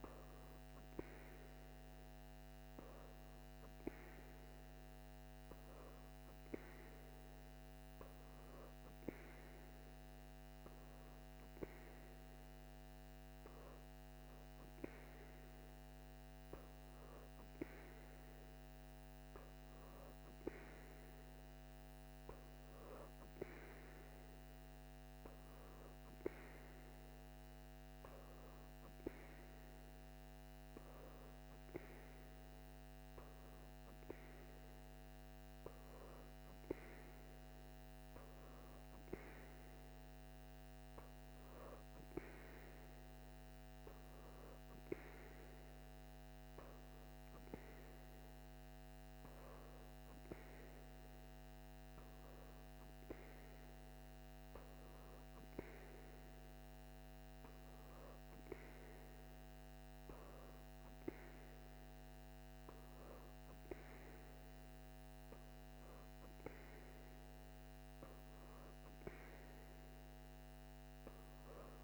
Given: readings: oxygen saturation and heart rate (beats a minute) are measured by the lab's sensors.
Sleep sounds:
breathing in sleep by a microphone on the trachea; none
none scored
From the record:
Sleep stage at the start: N3 (deep sleep); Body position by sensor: on the back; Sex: female

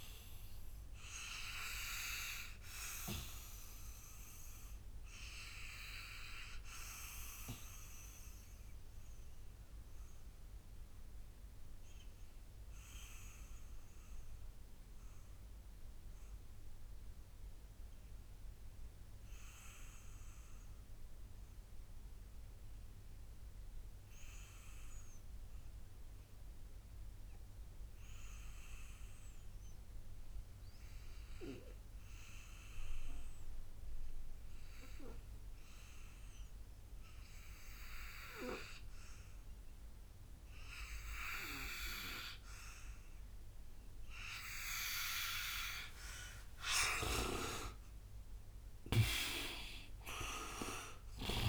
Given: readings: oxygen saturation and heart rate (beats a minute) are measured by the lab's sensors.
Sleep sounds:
breathing in sleep by a room microphone; 1
0.00-25.50 s: oxygen desaturation (device-marked, oxygen 85% lowest, heart rate 58 extreme)
4.50-46.00 s: obstructive apnea (oxygen 98% before, 77% lowest, heart rate 65 before, 58 extreme, up 36 after)
33.50-51.49 s: oxygen desaturation (device-marked, oxygen 97% before, 77% lowest, heart rate 64 before, 57 extreme)
46.50-51.00 s: arousal
From the record:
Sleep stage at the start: N2 (light sleep); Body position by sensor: on the right side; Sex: male

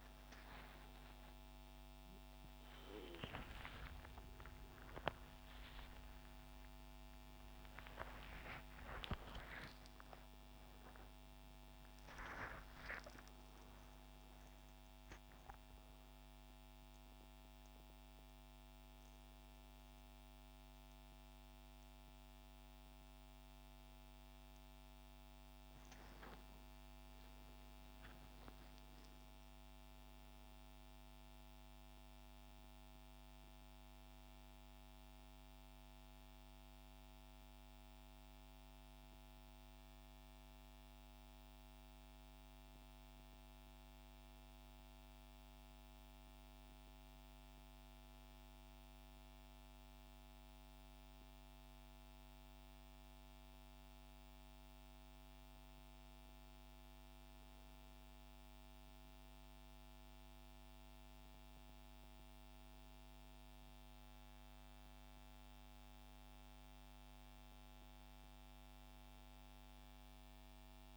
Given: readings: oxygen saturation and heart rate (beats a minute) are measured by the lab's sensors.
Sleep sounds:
a person partly awake in a sleep study, by a microphone on the trachea; none
13.00-70.96 s: new sleep stage, N1 (lightest sleep)
From the record:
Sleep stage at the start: awake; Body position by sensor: on the back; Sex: male

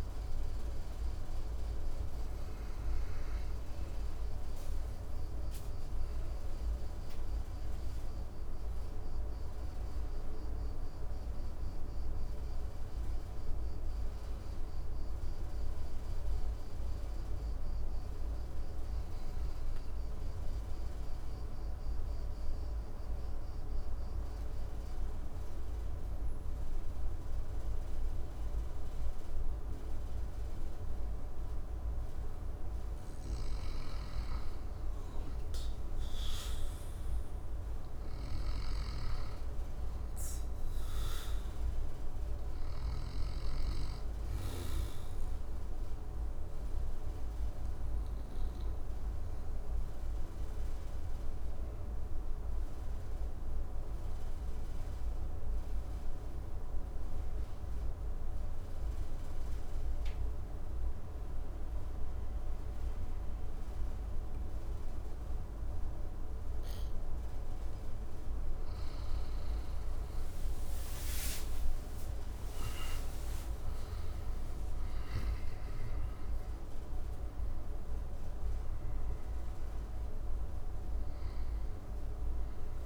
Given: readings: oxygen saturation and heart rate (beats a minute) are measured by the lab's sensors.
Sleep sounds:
breathing in sleep, hard to hear, by a room microphone; 2
19.00-33.50 s: obstructive apnea (oxygen 97% before, 92% lowest, heart rate 65 before, 55 extreme, up 5 after)
36.00-39.00 s: arousal
37.50-42.50 s: snoring (device-marked)
41.00-61.00 s: oxygen desaturation (device-marked, oxygen 99% before, 95% lowest, heart rate 57 before, 55 extreme)
45.00-68.00 s: obstructive apnea (oxygen 99% before, 92% lowest, heart rate 58 before, 55 extreme, up 14 after)
70.00-73.00 s: arousal
71.00-82.86 s: new sleep stage, N1 (lightest sleep)
71.00-82.86 s: oxygen desaturation (device-marked, oxygen 98% before, 92% lowest, heart rate 57 before, 56 extreme)
From the record:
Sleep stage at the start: N2 (light sleep); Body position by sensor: on the back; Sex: male

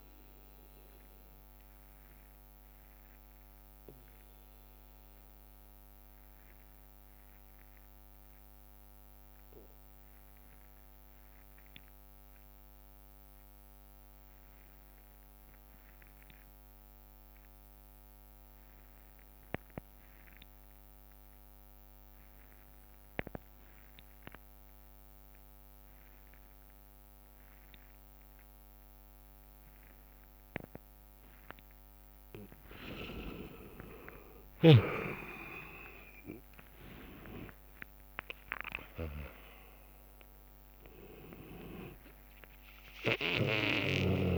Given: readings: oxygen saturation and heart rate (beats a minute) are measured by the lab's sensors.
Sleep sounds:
breathing in sleep by a microphone on the trachea; 1
0.00-8.50 s: bradycardia (device-marked, heart rate 55 extreme)
0.00-10.50 s: oxygen desaturation (device-marked, oxygen 90% lowest, heart rate 55 extreme)
0.50-32.00 s: obstructive apnea (oxygen 99% before, 85% lowest, heart rate 64 before, 55 extreme, up 43 after)
10.50-12.50 s: bradycardia (device-marked, heart rate 69 before, 58 extreme)
21.50-44.38 s: oxygen desaturation (device-marked, oxygen 99% before, 85% lowest, heart rate 58 before, 55 extreme)
22.50-24.50 s: bradycardia (device-marked, heart rate 69 before, 60 extreme)
25.50-27.50 s: bradycardia (device-marked, heart rate 69 before, 59 extreme)
32.00-34.00 s: long interval between heartbeats (device-marked, heart rate 60 before, 80 extreme)
33.50-38.50 s: arousal
34.50-43.50 s: snoring (device-marked)
35.00-37.00 s: long interval between heartbeats (device-marked, heart rate 63 before, 85 extreme)
35.50-44.38 s: drop in pulse transit time (device-marked, heart rate 64 before, 65 extreme)
From the record:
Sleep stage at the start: N2 (light sleep); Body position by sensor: on the back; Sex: male

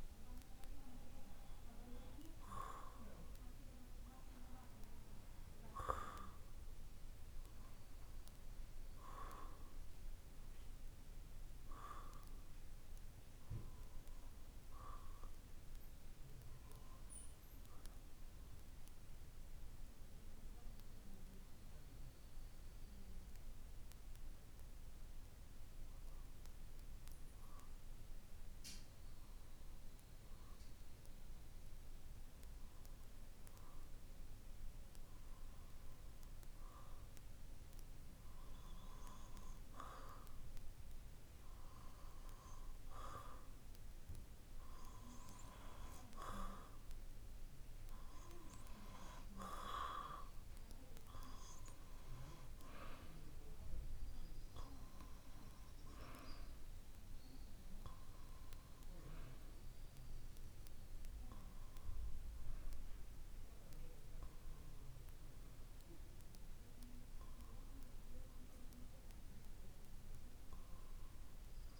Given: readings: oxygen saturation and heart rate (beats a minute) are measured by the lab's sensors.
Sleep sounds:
breathing in sleep by a room microphone; 1
1.00-27.00 s: oxygen desaturation (device-marked, oxygen 95% before, 91% lowest, heart rate 51 before, 50 extreme)
21.00-39.50 s: obstructive apnea (oxygen 95% before, 91% lowest, heart rate 52 before, 50 extreme, up 3 after)
42.00-45.00 s: arousal
From the record:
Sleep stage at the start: N2 (light sleep); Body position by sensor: on the back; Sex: male

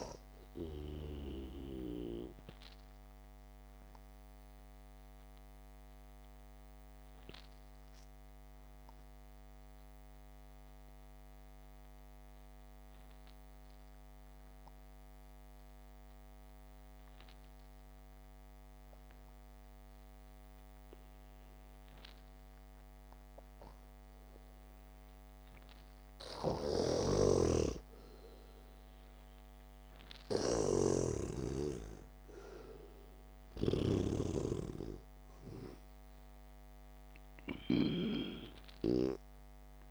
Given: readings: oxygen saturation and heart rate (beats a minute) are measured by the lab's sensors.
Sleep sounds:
breathing in sleep by a microphone on the trachea; 1
0.00-23.00 s: oxygen desaturation (device-marked, oxygen 87% lowest, heart rate 49 extreme)
4.50-6.50 s: long interval between heartbeats (device-marked, heart rate 53 before, 59 extreme)
6.50-23.50 s: obstructive apnea (oxygen 98% before, 87% lowest, heart rate 53 before, 52 extreme, up 0 after)
27.00-34.50 s: snoring (device-marked)
28.50-33.00 s: arousal
37.00-39.91 s: oxygen desaturation (device-marked, oxygen 95% before, 91% lowest, heart rate 60 before, 58 extreme)
From the record:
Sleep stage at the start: N2 (light sleep); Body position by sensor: on the back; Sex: male

